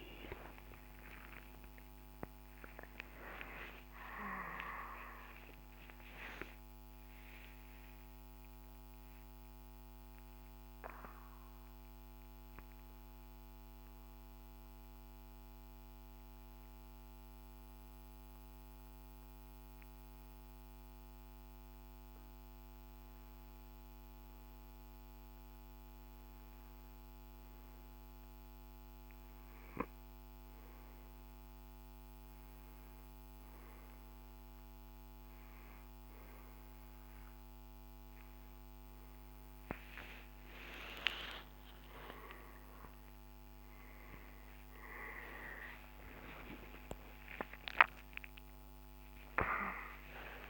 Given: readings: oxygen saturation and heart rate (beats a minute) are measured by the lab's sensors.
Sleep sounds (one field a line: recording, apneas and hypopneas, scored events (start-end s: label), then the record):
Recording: breathing in sleep by a microphone on the trachea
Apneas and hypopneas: 1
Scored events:
2.00-6.00 s: arousal
8.00-26.50 s: hypopnea (oxygen 98% before, 91% lowest, heart rate 79 before, 59 extreme, up 4 after)
24.00-46.00 s: oxygen desaturation (device-marked, oxygen 98% before, 93% lowest, heart rate 72 before, 59 extreme)
47.00-50.50 s: arousal
From the record:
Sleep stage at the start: N1 (lightest sleep)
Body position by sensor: on the back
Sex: male